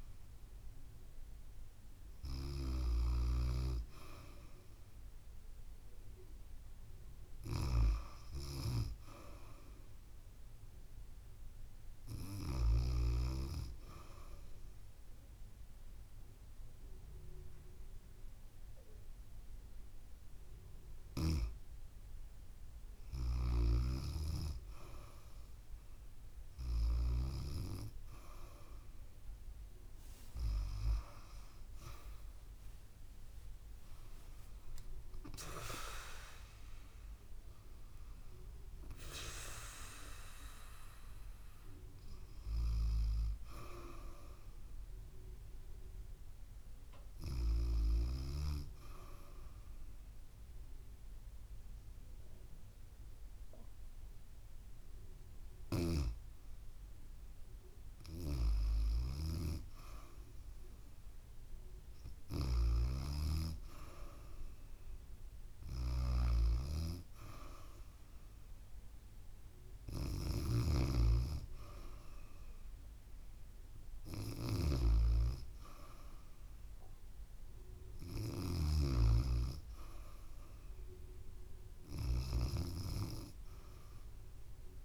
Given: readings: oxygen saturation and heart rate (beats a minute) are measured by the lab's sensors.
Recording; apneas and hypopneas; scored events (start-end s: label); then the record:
breathing in sleep by a room microphone; 2
0.00-3.00 s: snoring (device-marked)
0.00-11.00 s: oxygen desaturation (device-marked, oxygen 87% lowest, heart rate 69 extreme)
15.00-26.00 s: hypopnea (oxygen 96% before, 93% lowest, heart rate 73 before, 62 extreme, up 9 after)
30.50-36.50 s: arousal
33.00-48.00 s: oxygen desaturation (device-marked, oxygen 96% before, 93% lowest, heart rate 71 before, 62 extreme)
48.50-59.50 s: hypopnea (oxygen 96% before, 94% lowest, heart rate 71 before, 68 extreme, up 2 after)
62.00-67.00 s: arousal
62.50-79.00 s: snoring (device-marked)
From the record:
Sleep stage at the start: REM sleep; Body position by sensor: on the back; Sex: female